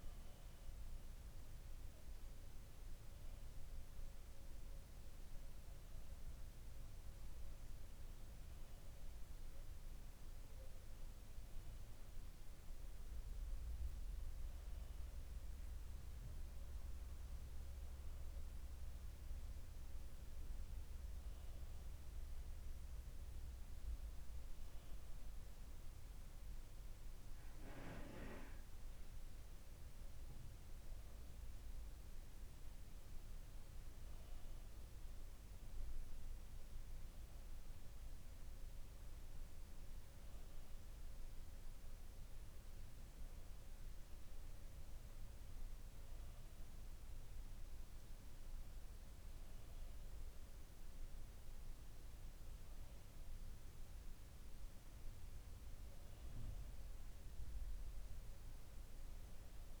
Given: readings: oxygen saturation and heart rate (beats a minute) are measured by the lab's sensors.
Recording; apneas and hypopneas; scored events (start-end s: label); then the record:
breathing in sleep, hard to hear, by a room microphone; none
none scored
From the record:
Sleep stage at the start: N2 (light sleep); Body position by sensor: on the back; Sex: male